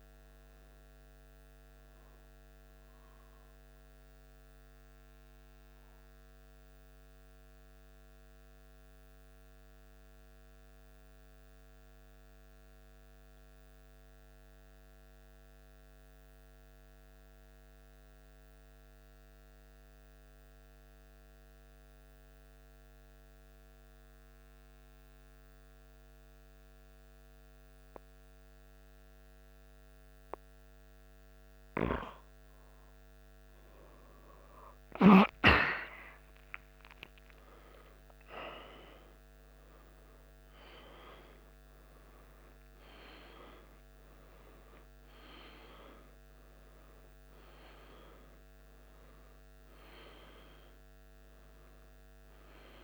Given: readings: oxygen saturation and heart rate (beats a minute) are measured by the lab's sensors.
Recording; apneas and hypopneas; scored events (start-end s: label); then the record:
breathing in sleep by a microphone on the trachea; 1
2.00-31.50 s: central apnea (oxygen 97% before, 94% lowest, heart rate 77 before, 75 extreme, up 1 after)
31.50-52.84 s: new sleep stage, N1 (lightest sleep)
32.00-36.50 s: arousal
38.50-42.50 s: oxygen desaturation (device-marked, oxygen 97% before, 95% lowest, heart rate 76 before, 76 extreme)
From the record:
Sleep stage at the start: N2 (light sleep); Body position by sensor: on the back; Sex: male